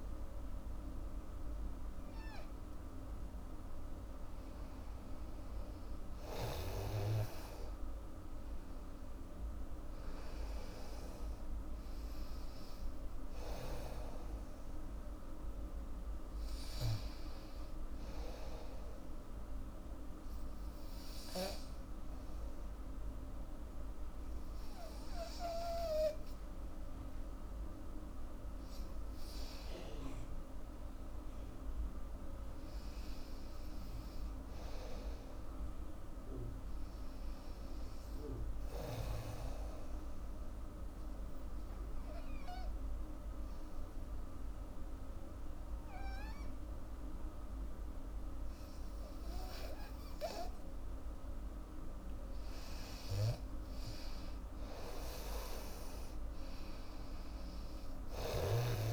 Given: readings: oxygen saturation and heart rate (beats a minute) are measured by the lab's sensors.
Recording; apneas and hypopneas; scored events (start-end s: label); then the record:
breathing in sleep by a room microphone; 2
0.00-6.00 s: oxygen desaturation (device-marked, oxygen 91% lowest, heart rate 78 extreme)
7.00-10.50 s: arousal
18.50-29.50 s: obstructive apnea (oxygen 98% before, 91% lowest, heart rate 81 before, 78 extreme, up 6 after)
31.00-34.50 s: arousal
36.00-47.00 s: oxygen desaturation (device-marked, oxygen 98% before, 93% lowest, heart rate 82 before, 78 extreme)
40.00-51.50 s: obstructive apnea (oxygen 98% before, 87% lowest, heart rate 84 before, 78 extreme, up 9 after)
53.50-57.00 s: arousal
54.00-58.93 s: oxygen desaturation (device-marked, oxygen 97% before, 91% lowest, heart rate 82 before, 77 extreme)
From the record:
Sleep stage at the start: N2 (light sleep); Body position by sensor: on the back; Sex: female